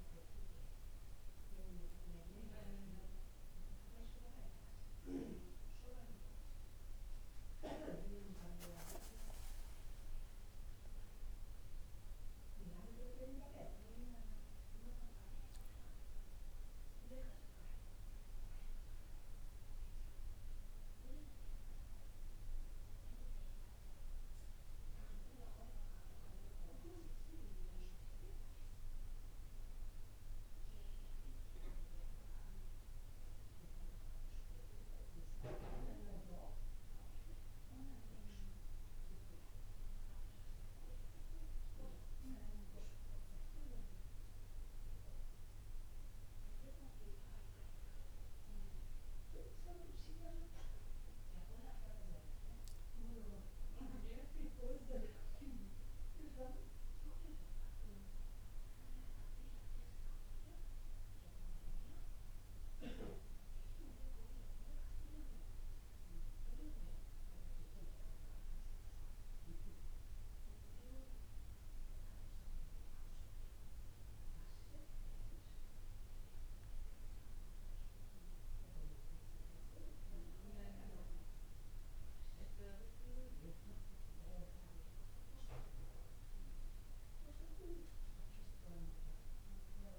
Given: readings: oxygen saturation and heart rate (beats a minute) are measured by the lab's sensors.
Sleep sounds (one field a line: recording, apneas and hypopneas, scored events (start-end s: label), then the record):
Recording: a person partly awake in a sleep study, by a room microphone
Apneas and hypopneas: none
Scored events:
17.00-77.00 s: new sleep stage, N2 (light sleep)
77.00-89.99 s: new sleep stage, N1 (lightest sleep)
From the record:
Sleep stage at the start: awake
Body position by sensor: on the back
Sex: male